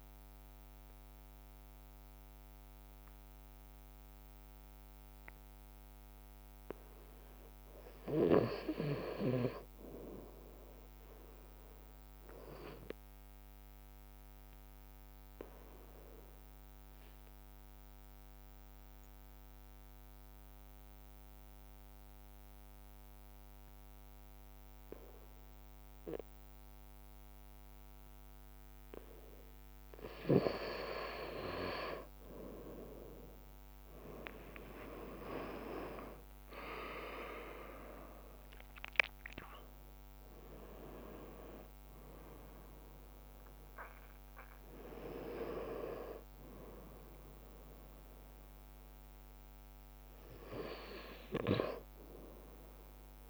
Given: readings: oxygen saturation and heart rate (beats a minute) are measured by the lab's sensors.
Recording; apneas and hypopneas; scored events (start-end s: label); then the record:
breathing in sleep by a microphone on the trachea; 1
7.50-26.50 s: oxygen desaturation (device-marked, oxygen 97% before, 94% lowest, heart rate 54 before, 54 extreme)
15.00-30.00 s: obstructive apnea (oxygen 98% before, 94% lowest, heart rate 55 before, 54 extreme, up 6 after)
32.00-37.00 s: arousal
32.00-37.50 s: leg movement (device-marked)
42.50-51.50 s: oxygen desaturation (device-marked, oxygen 97% before, 94% lowest, heart rate 57 before, 53 extreme)
From the record:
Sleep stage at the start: N2 (light sleep); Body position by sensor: on the right side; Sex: male